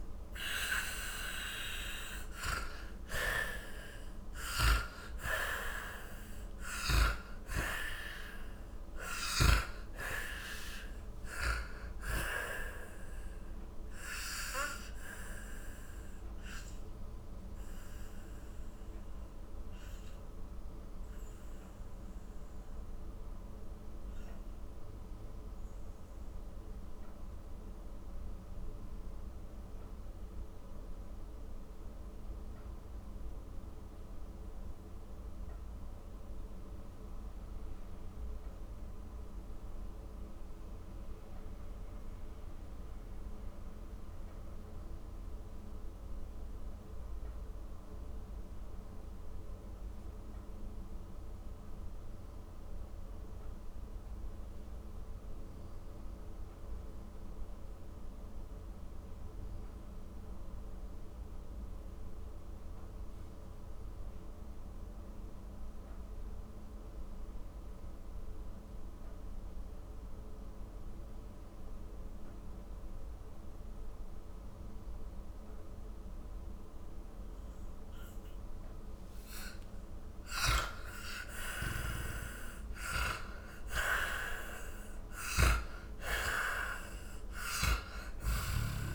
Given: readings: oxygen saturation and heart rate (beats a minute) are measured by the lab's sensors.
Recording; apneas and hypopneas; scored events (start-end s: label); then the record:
breathing in sleep by a room microphone; 1
0.00-2.00 s: arousal
0.00-44.50 s: oxygen desaturation (device-marked, oxygen 78% lowest, heart rate 39 extreme)
15.00-79.00 s: mixed apnea (oxygen 95% before, 76% lowest, heart rate 61 before, 39 extreme, up 26 after)
65.50-88.95 s: oxygen desaturation (device-marked, oxygen 98% before, 76% lowest, heart rate 47 before, 46 extreme)
80.50-85.00 s: arousal
From the record:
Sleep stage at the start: N2 (light sleep); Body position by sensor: on the back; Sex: male